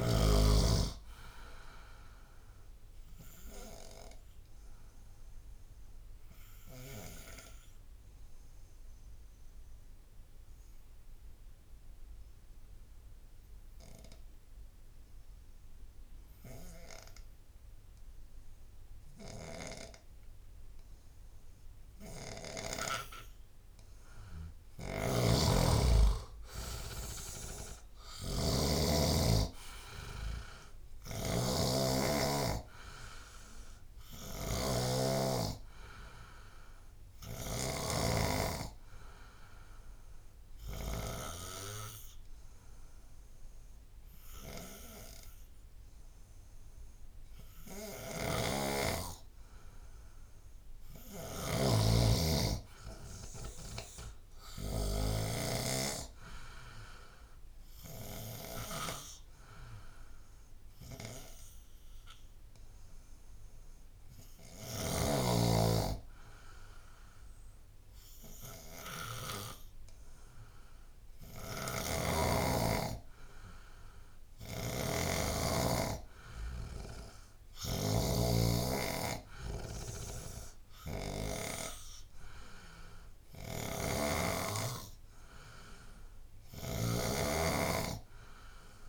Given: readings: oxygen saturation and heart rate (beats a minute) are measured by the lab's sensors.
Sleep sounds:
breathing in sleep by a room microphone; 3
0.00-12.50 s: oxygen desaturation (device-marked, oxygen 87% lowest, heart rate 59 extreme)
4.00-22.50 s: obstructive apnea (oxygen 98% before, 87% lowest, heart rate 74 before, 59 extreme, up 16 after)
24.00-28.00 s: arousal
24.50-38.00 s: snoring (device-marked)
26.50-51.50 s: oxygen desaturation (device-marked, oxygen 98% before, 88% lowest, heart rate 70 before, 65 extreme)
39.00-51.50 s: obstructive apnea (oxygen 98% before, 88% lowest, heart rate 74 before, 65 extreme, up 2 after)
48.00-55.50 s: snoring (device-marked)
53.00-55.50 s: arousal
59.00-72.00 s: hypopnea (oxygen 97% before, 91% lowest, heart rate 81 before, 64 extreme, up 5 after)
74.50-88.89 s: snoring (device-marked)
76.00-78.50 s: arousal
From the record:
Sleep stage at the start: N2 (light sleep); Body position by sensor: on the left side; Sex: male

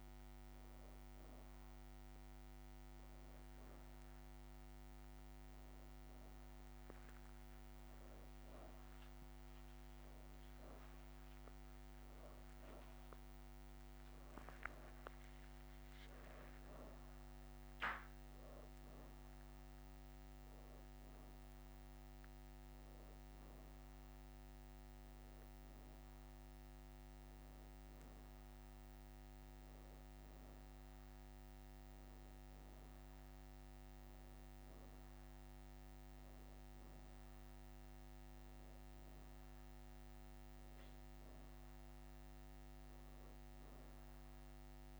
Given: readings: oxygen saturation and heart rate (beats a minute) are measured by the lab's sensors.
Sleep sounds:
breathing in sleep, hard to hear, by a microphone on the trachea; none
7.50-16.50 s: leg movement (device-marked)
8.00-44.99 s: new sleep stage, N2 (light sleep)
43.50-44.99 s: leg movement (device-marked)
From the record:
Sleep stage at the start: N1 (lightest sleep); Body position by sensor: on the back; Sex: female

